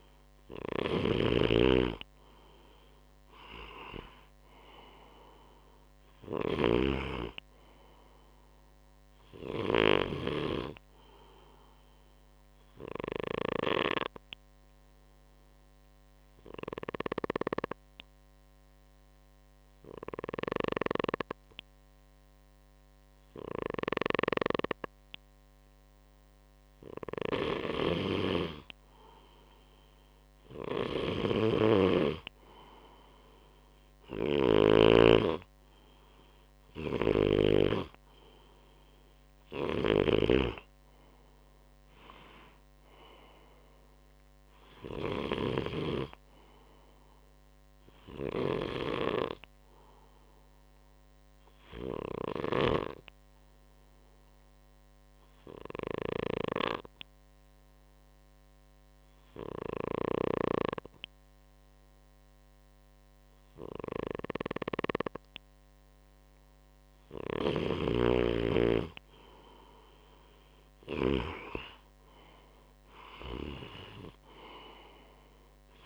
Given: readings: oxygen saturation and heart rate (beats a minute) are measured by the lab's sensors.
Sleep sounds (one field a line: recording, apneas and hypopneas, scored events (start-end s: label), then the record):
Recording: breathing in sleep by a microphone on the trachea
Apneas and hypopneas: 2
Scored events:
0.00-10.00 s: snoring (device-marked)
12.00-27.00 s: obstructive apnea (oxygen 97% before, 94% lowest, heart rate 63 before, 60 extreme, up 6 after)
27.00-45.00 s: snoring (device-marked)
29.50-32.00 s: arousal
50.50-65.50 s: obstructive apnea (oxygen 97% before, 94% lowest, heart rate 66 before, 61 extreme, up 7 after)
68.50-73.00 s: arousal
From the record:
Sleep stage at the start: N2 (light sleep)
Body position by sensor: on the right side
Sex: male